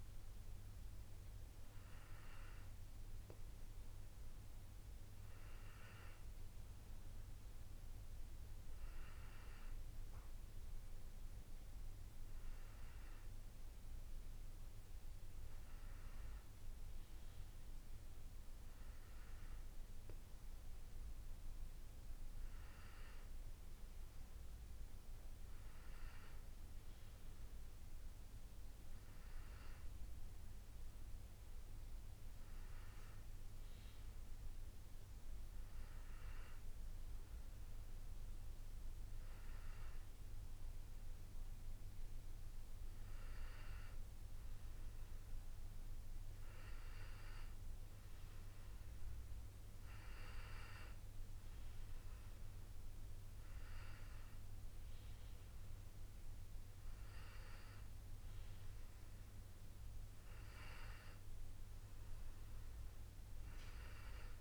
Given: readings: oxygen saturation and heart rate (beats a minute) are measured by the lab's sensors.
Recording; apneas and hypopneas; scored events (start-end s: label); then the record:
breathing in sleep by a room microphone; none
none scored
From the record:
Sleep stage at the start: N2 (light sleep); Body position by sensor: on the back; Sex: male